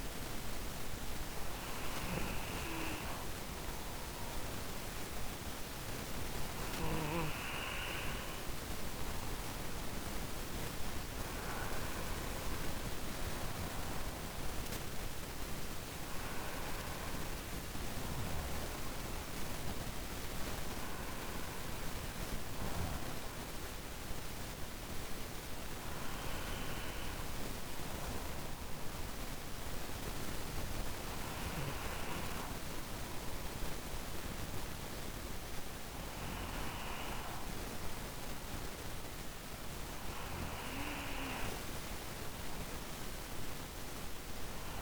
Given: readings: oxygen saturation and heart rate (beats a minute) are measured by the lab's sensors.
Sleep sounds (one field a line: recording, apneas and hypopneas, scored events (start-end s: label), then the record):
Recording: breathing in sleep, hard to hear, by a microphone on the trachea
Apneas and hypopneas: none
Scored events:
none scored
From the record:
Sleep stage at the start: N1 (lightest sleep)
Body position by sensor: on the right side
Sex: male